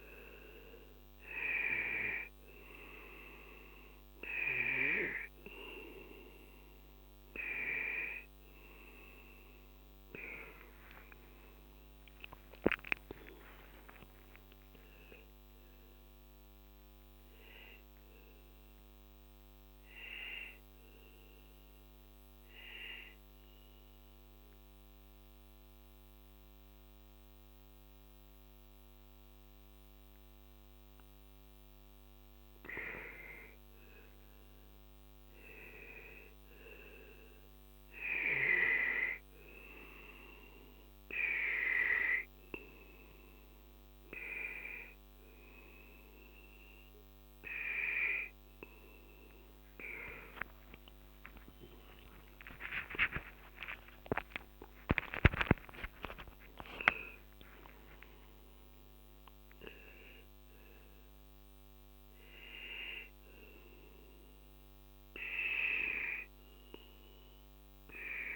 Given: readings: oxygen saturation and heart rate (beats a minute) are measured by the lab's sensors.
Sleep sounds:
breathing in sleep by a microphone on the trachea; 1
0.00-26.00 s: oxygen desaturation (device-marked, oxygen 91% lowest, heart rate 42 extreme)
18.50-32.00 s: obstructive apnea (oxygen 97% before, 92% lowest, heart rate 57 before, 42 extreme, up 18 after)
34.50-39.00 s: arousal
40.00-54.00 s: oxygen desaturation (device-marked, oxygen 97% before, 93% lowest, heart rate 49 before, 45 extreme)
52.00-57.00 s: arousal
From the record:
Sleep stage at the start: N2 (light sleep); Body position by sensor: on the left side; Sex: male

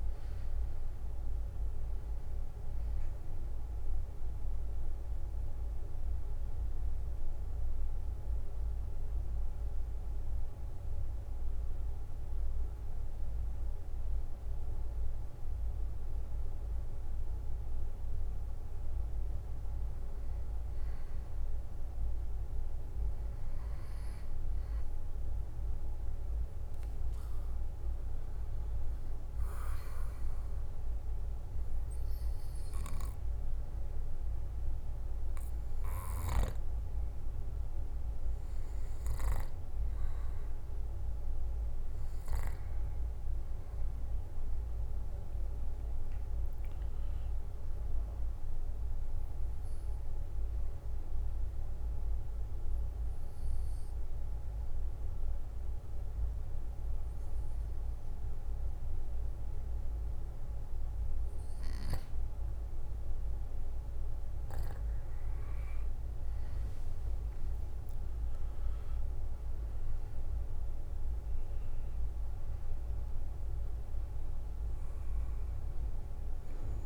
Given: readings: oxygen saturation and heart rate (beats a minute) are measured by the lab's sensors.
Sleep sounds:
breathing in sleep, hard to hear, by a room microphone; 3
0.00-1.50 s: arousal
0.00-16.50 s: oxygen desaturation (device-marked, oxygen 92% lowest, heart rate 55 extreme)
7.00-19.00 s: hypopnea (oxygen 97% before, 90% lowest, heart rate 66 before, 56 extreme, up 8 after)
24.00-28.50 s: arousal
26.50-43.50 s: oxygen desaturation (device-marked, oxygen 97% before, 93% lowest, heart rate 59 before, 58 extreme)
33.00-43.00 s: hypopnea (oxygen 97% before, 90% lowest, heart rate 61 before, 58 extreme, up 8 after)
45.00-48.50 s: arousal
50.00-61.50 s: obstructive apnea (oxygen 97% before, 90% lowest, heart rate 64 before, 55 extreme, up 12 after)
66.50-70.50 s: arousal
67.50-76.85 s: oxygen desaturation (device-marked, oxygen 95% before, 90% lowest, heart rate 64 before, 55 extreme)
From the record:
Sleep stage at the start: N2 (light sleep); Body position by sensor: on the back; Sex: male

